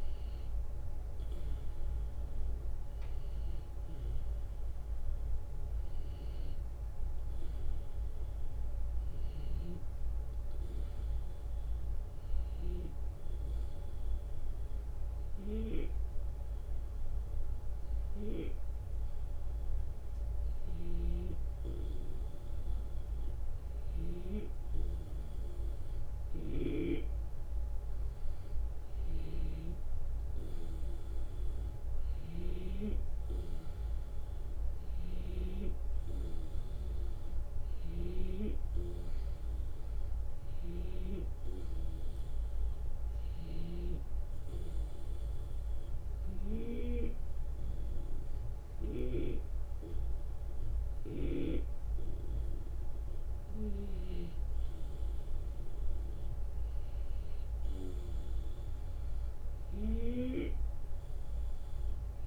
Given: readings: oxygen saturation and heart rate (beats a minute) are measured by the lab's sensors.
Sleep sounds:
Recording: breathing in sleep by a room microphone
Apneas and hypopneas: 2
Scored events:
10.50-12.50 s: long interval between heartbeats (device-marked)
11.00-21.00 s: hypopnea (oxygen 94% before, 92% lowest)
16.50-18.50 s: long interval between heartbeats (device-marked)
20.50-24.00 s: snoring (device-marked)
24.00-28.50 s: arousal
26.00-32.50 s: snoring (device-marked)
34.50-41.00 s: snoring (device-marked)
43.00-49.00 s: snoring (device-marked)
44.50-54.50 s: hypopnea (oxygen 93% before, 91% lowest)
56.00-59.50 s: arousal
From the record:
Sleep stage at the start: N2 (light sleep)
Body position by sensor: on the back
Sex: male

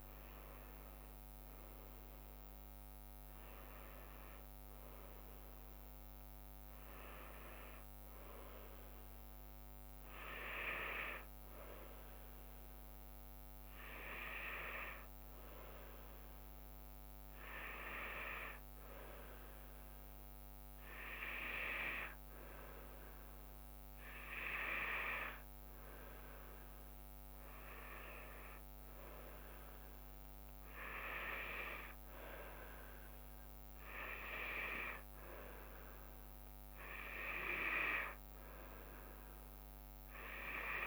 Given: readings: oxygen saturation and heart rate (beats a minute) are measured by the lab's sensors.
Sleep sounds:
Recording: breathing in sleep by a microphone on the trachea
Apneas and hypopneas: none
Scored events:
30.50-40.87 s: drop in pulse transit time (device-marked, heart rate 74 before, 75 extreme)
From the record:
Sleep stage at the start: N2 (light sleep)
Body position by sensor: on the back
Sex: female

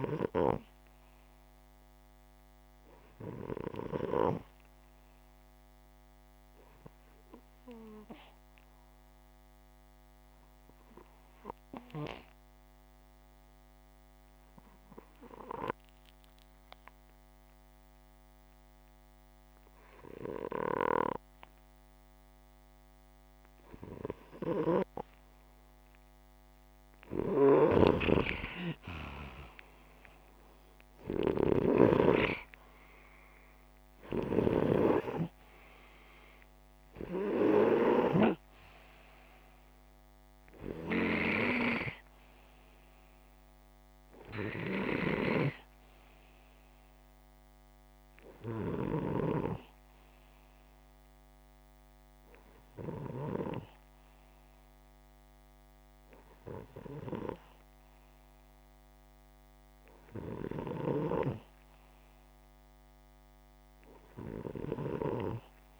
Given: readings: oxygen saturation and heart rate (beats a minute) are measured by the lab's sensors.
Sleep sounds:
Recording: breathing in sleep by a microphone on the trachea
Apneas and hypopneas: 1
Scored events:
0.00-1.00 s: arousal
7.50-22.50 s: obstructive apnea (oxygen 96% before, 92% lowest, heart rate 149 before, 56 extreme, up 10 after)
27.00-30.50 s: arousal
27.00-37.50 s: snoring (device-marked)
From the record:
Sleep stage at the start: N2 (light sleep)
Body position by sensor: upright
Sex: male

